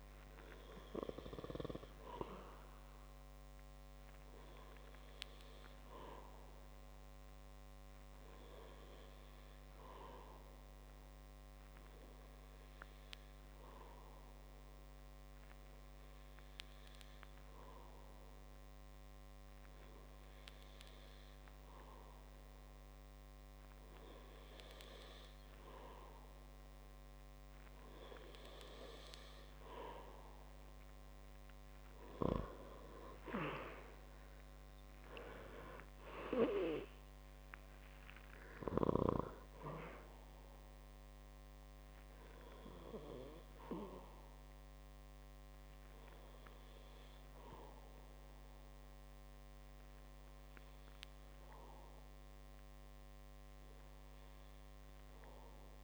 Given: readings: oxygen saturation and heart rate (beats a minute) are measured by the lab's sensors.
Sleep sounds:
breathing in sleep by a microphone on the trachea; none
33.50-36.50 s: arousal
From the record:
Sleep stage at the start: N2 (light sleep); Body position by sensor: on the back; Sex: male

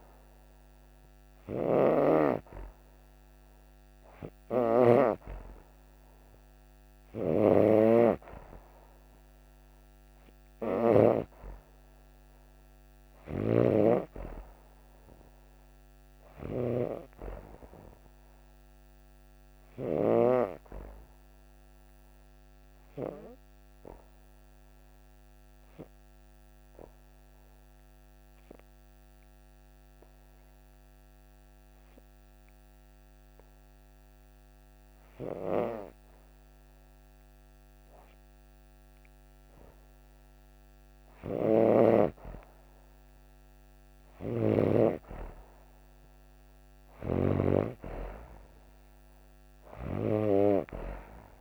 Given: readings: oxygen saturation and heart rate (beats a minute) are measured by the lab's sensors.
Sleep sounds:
breathing in sleep by a microphone on the trachea; 1
0.00-1.00 s: arousal
1.00-4.50 s: snoring (device-marked)
4.00-30.00 s: oxygen desaturation (device-marked, oxygen 98% before, 90% lowest)
13.00-20.00 s: snoring (device-marked)
23.50-36.50 s: obstructive apnea (oxygen 98% before, 90% lowest)
39.00-43.00 s: arousal
41.00-44.50 s: snoring (device-marked)
From the record:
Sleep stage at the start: N2 (light sleep); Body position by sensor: on the back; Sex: female

